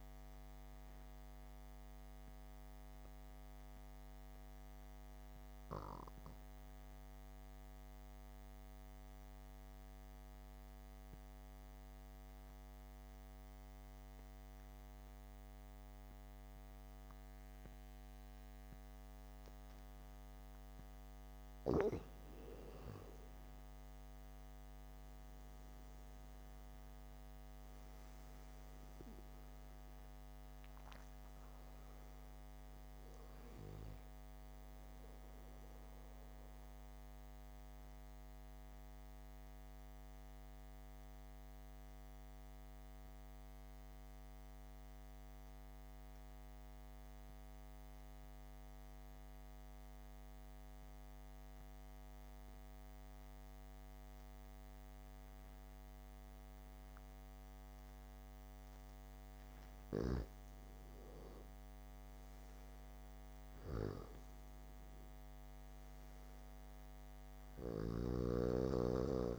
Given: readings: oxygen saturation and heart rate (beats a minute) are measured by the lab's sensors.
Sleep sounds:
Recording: breathing in sleep by a microphone on the trachea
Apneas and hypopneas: 2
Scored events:
0.50-21.50 s: obstructive apnea (oxygen 99% before, 90% lowest, heart rate 64 before, 56 extreme)
1.50-11.50 s: oxygen desaturation (device-marked, oxygen 96% before, 90% lowest, heart rate 64 before, 56 extreme)
24.50-29.00 s: arousal
25.50-39.50 s: oxygen desaturation (device-marked, oxygen 98% before, 92% lowest, heart rate 71 before, 60 extreme)
39.00-60.00 s: obstructive apnea (oxygen 98% before, 90% lowest, heart rate 63 before, 59 extreme, up 2 after)
41.50-52.50 s: oxygen desaturation (device-marked, oxygen 94% before, 91% lowest, heart rate 63 before, 59 extreme)
60.50-69.39 s: oxygen desaturation (device-marked, oxygen 99% before, 90% lowest, heart rate 68 before, 59 extreme)
62.00-65.00 s: arousal
From the record:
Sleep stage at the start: N2 (light sleep)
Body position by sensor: on the back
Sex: male

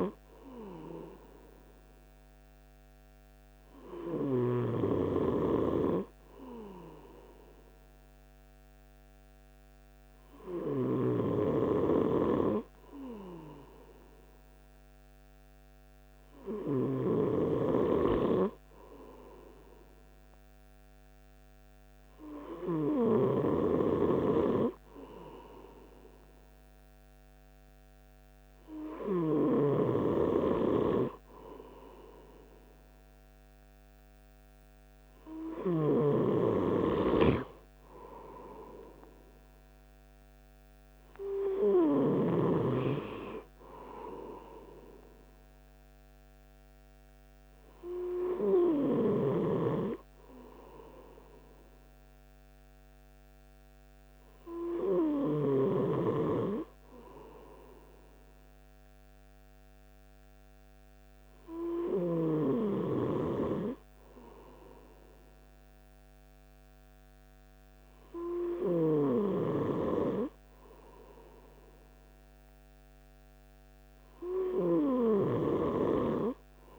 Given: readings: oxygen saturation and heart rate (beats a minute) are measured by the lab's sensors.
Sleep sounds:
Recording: breathing in sleep by a microphone on the trachea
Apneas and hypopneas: none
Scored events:
none scored
From the record:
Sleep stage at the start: N2 (light sleep)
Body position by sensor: on the right side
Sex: male

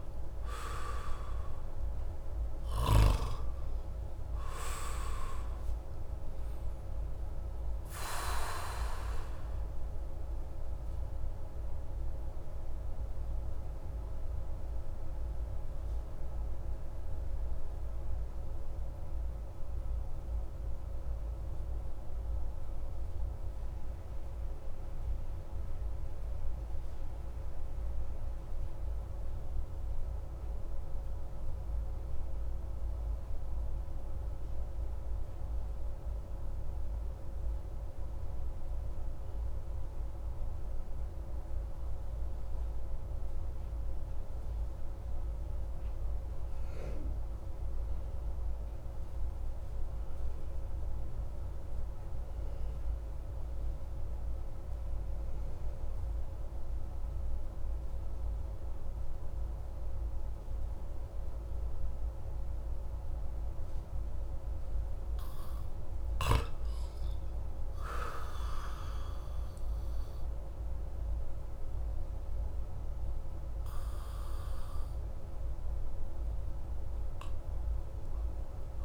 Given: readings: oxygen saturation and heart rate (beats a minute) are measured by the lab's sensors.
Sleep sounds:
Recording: breathing in sleep by a room microphone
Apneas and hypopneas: 1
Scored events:
10.50-63.50 s: obstructive apnea (oxygen 98% before, 91% lowest)
21.00-31.00 s: oxygen desaturation (device-marked, oxygen 94% before, 91% lowest)
63.00-78.85 s: oxygen desaturation (device-marked, oxygen 97% before, 91% lowest)
67.00-70.00 s: arousal
From the record:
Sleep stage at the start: N2 (light sleep)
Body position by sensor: on the back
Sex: male

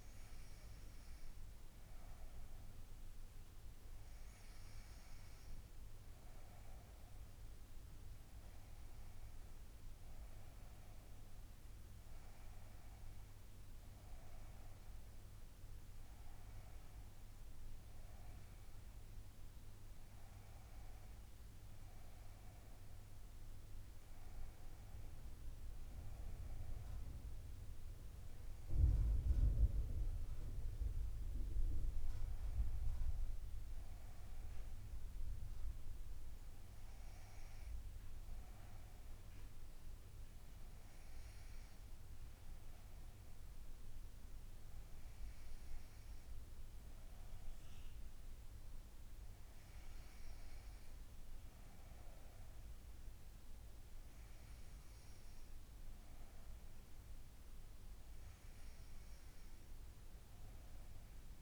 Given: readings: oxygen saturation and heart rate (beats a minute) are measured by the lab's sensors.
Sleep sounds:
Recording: breathing in sleep, hard to hear, by a room microphone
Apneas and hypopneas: none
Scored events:
29.00-33.00 s: arousal
From the record:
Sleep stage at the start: N2 (light sleep)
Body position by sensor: on the front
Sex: female

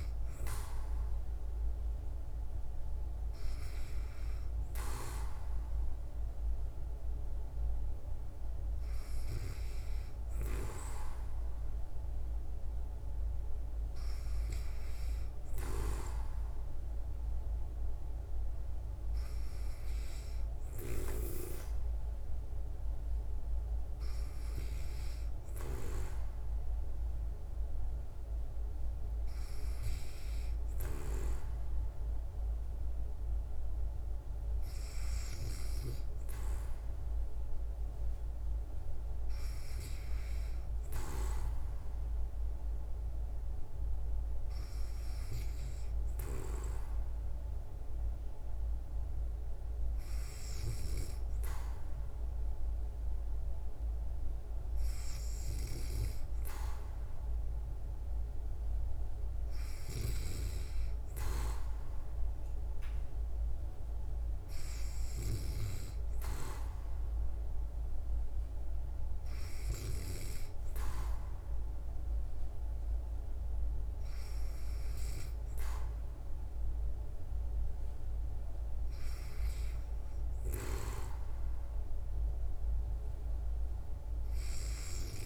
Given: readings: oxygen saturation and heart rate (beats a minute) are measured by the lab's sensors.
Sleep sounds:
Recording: breathing in sleep by a room microphone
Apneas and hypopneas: none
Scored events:
none scored
From the record:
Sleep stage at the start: N2 (light sleep)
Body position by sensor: on the back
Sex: female

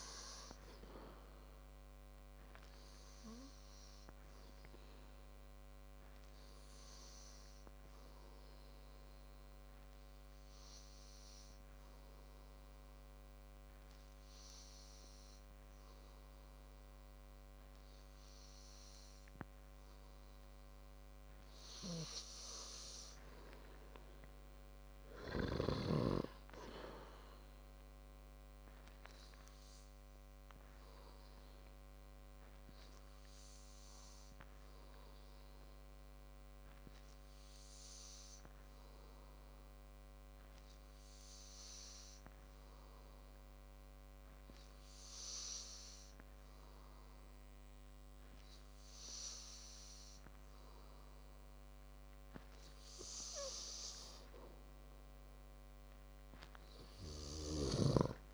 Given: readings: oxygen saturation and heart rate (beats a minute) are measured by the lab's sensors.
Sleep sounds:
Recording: breathing in sleep by a microphone on the trachea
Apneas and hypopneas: none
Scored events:
none scored
From the record:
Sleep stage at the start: N2 (light sleep)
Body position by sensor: on the back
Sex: male

